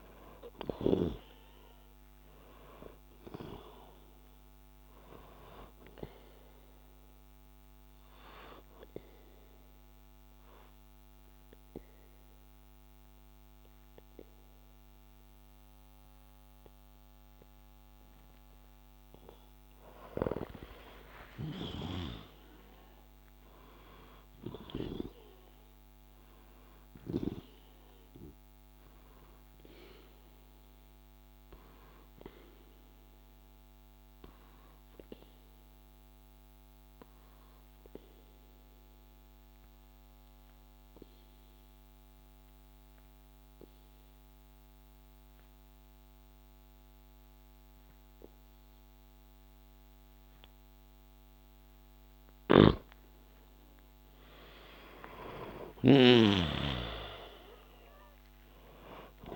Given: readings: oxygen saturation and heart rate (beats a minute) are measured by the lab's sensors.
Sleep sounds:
breathing in sleep by a microphone on the trachea; 2
0.00-19.50 s: oxygen desaturation (device-marked, oxygen 93% lowest, heart rate 55 extreme)
7.50-19.50 s: obstructive apnea (oxygen 97% before, 92% lowest, heart rate 59 before, 55 extreme, up 1 after)
20.50-24.50 s: arousal
21.50-25.00 s: snoring (device-marked)
36.00-51.50 s: obstructive apnea (oxygen 95% before, 92% lowest, heart rate 61 before, 58 extreme)
38.50-48.50 s: oxygen desaturation (device-marked, oxygen 95% before, 92% lowest, heart rate 61 before, 58 extreme)
52.50-56.00 s: snoring (device-marked)
54.50-59.00 s: arousal
From the record:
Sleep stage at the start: N2 (light sleep); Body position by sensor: on the back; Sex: male

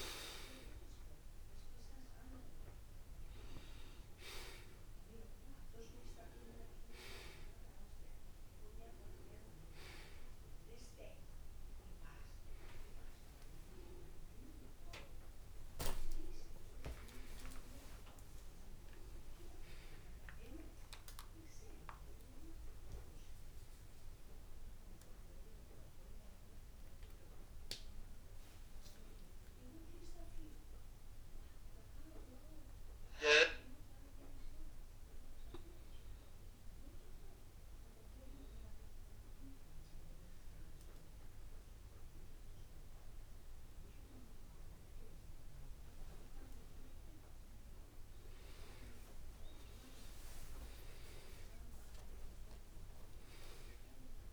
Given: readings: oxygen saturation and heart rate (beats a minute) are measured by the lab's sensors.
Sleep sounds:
a person partly awake in a sleep study, by a room microphone; 1
16.50-54.33 s: new sleep stage, N2 (light sleep)
39.00-49.00 s: hypopnea (oxygen 95% before, 90% lowest, heart rate 76 before, 73 extreme, up 5 after)
41.50-52.50 s: oxygen desaturation (device-marked, oxygen 94% before, 90% lowest, heart rate 76 before, 73 extreme)
52.50-54.33 s: arousal
From the record:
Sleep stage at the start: awake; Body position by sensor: on the back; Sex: male

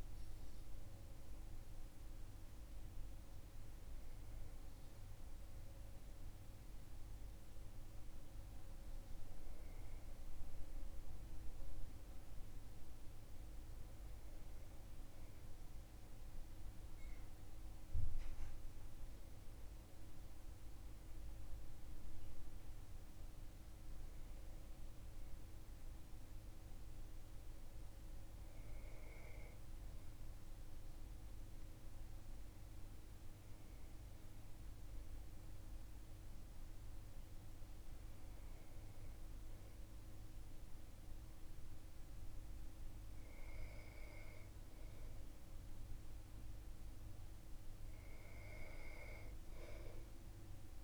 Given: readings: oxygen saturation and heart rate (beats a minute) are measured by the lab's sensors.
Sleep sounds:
breathing in sleep, hard to hear, by a room microphone; none
none scored
From the record:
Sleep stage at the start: REM sleep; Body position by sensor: on the back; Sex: male

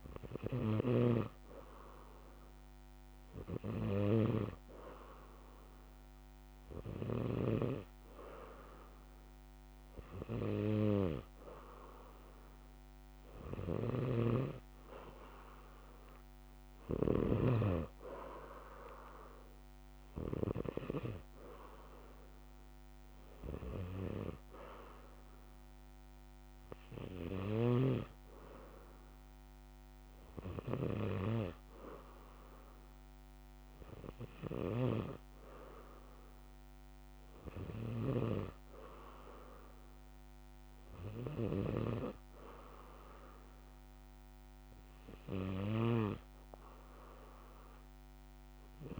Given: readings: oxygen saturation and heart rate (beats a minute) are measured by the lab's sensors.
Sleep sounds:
breathing in sleep by a microphone on the trachea; none
0.00-7.50 s: snoring (device-marked)
14.00-17.50 s: snoring (device-marked)
27.50-38.50 s: snoring (device-marked)
45.50-49.00 s: arousal
From the record:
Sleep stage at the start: N2 (light sleep); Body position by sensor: on the back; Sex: male

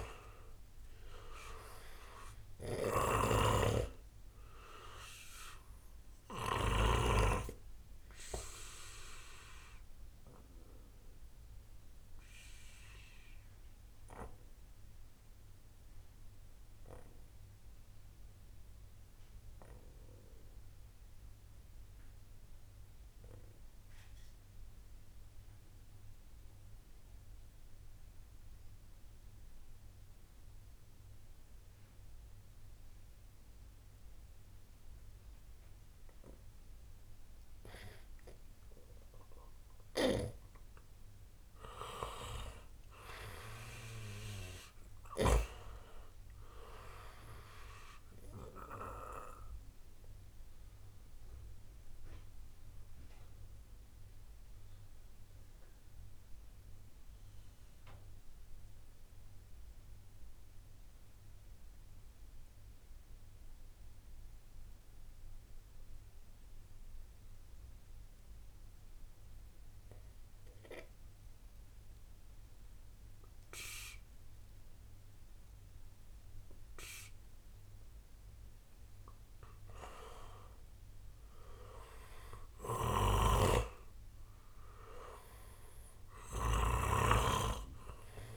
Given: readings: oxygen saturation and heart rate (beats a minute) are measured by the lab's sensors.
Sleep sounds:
breathing in sleep by a room microphone; 2
0.00-2.50 s: arousal
0.00-6.50 s: snoring (device-marked)
0.00-23.00 s: oxygen desaturation (device-marked, oxygen 90% lowest, heart rate 53 extreme)
11.00-38.50 s: obstructive apnea (oxygen 97% before, 90% lowest, heart rate 83 before, 53 extreme, up 22 after)
41.00-52.00 s: oxygen desaturation (device-marked, oxygen 96% before, 92% lowest, heart rate 65 before, 66 extreme)
41.50-46.00 s: arousal
50.00-77.50 s: obstructive apnea (oxygen 97% before, 91% lowest, heart rate 65 before, 66 extreme, up 13 after)
79.00-88.37 s: oxygen desaturation (device-marked, oxygen 97% before, 91% lowest, heart rate 70 before, 58 extreme)
80.00-83.50 s: arousal
82.50-88.37 s: snoring (device-marked)
From the record:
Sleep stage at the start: N2 (light sleep); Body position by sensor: on the right side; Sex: male

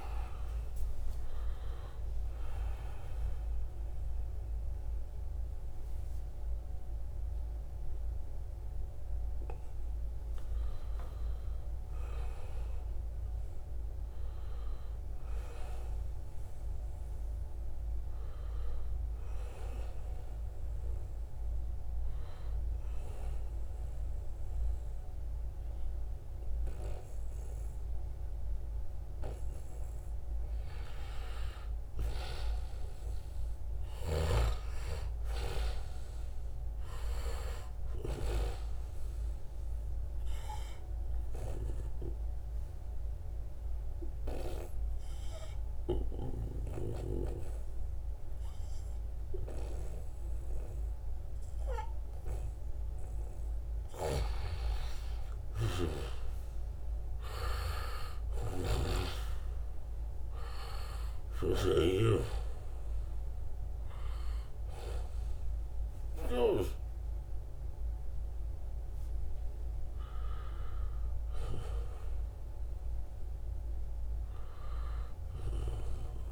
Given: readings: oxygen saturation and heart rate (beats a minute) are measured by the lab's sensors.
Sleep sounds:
breathing in sleep by a room microphone; 2
18.50-29.00 s: obstructive apnea (oxygen 97% before, 90% lowest, heart rate 80 before, 76 extreme, up 0 after)
25.50-76.32 s: new sleep stage, N2 (light sleep)
31.00-35.00 s: arousal
39.50-53.00 s: obstructive apnea (oxygen 96% before, 90% lowest, heart rate 79 before, 75 extreme, up 2 after)
53.00-61.00 s: snoring (device-marked)
58.50-74.50 s: oxygen desaturation (device-marked, oxygen 94% before, 90% lowest, heart rate 78 before, 70 extreme)
65.50-70.00 s: arousal
From the record:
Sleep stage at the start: N1 (lightest sleep); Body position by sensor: on the back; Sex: male

